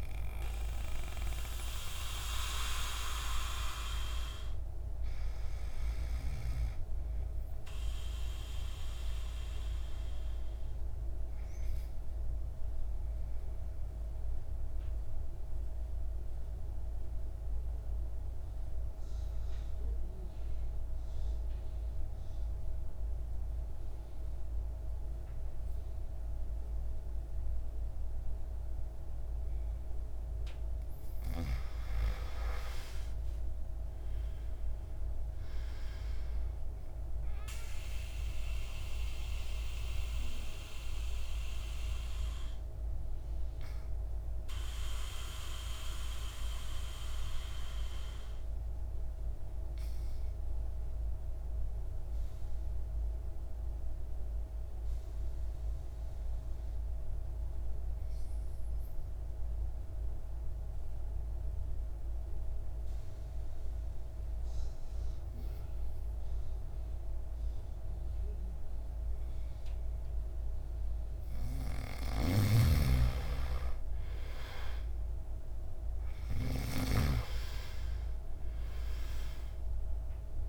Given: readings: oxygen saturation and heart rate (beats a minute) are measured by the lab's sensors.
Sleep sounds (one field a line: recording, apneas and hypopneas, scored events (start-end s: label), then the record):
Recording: breathing in sleep by a room microphone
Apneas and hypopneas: 2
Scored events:
2.50-23.50 s: oxygen desaturation (device-marked, oxygen 97% before, 85% lowest, heart rate 59 before, 52 extreme)
9.00-31.00 s: obstructive apnea (oxygen 98% before, 85% lowest, heart rate 61 before, 52 extreme, up 14 after)
33.50-37.50 s: arousal
35.50-61.50 s: oxygen desaturation (device-marked, oxygen 99% before, 88% lowest, heart rate 57 before, 52 extreme)
45.00-72.00 s: obstructive apnea (oxygen 99% before, 85% lowest, heart rate 61 before, 52 extreme, up 10 after)
68.50-80.49 s: oxygen desaturation (device-marked, oxygen 99% before, 85% lowest, heart rate 54 before, 54 extreme)
74.00-77.50 s: arousal
From the record:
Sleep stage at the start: N2 (light sleep)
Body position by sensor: on the back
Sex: male